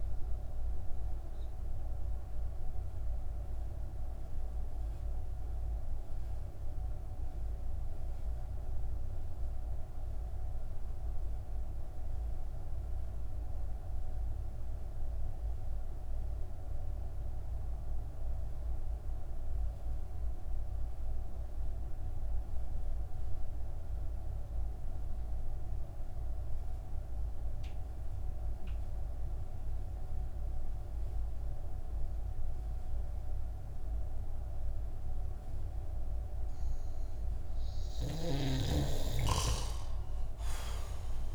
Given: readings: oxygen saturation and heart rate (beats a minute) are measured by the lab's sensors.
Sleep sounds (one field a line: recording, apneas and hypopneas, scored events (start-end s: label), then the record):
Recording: breathing in sleep, hard to hear, by a room microphone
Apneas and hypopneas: 1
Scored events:
0.00-5.00 s: oxygen desaturation (device-marked, oxygen 89% lowest)
0.50-36.50 s: mixed apnea (oxygen 95% before, 90% lowest)
39.00-41.35 s: arousal
From the record:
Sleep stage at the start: N2 (light sleep)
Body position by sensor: on the back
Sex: male